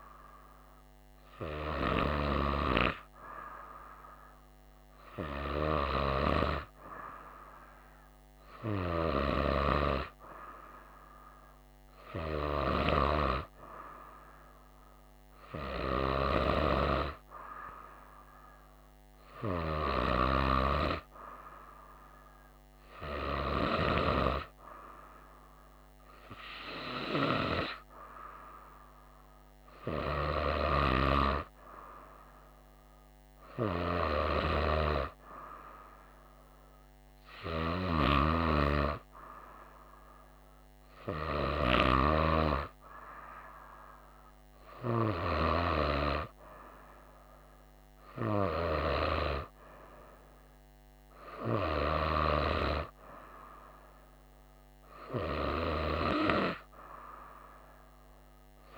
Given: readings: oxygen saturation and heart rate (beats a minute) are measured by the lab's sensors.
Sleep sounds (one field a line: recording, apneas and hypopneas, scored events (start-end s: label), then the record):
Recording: breathing in sleep by a microphone on the trachea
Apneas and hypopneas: none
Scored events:
none scored
From the record:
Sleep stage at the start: N2 (light sleep)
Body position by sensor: on the right side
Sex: female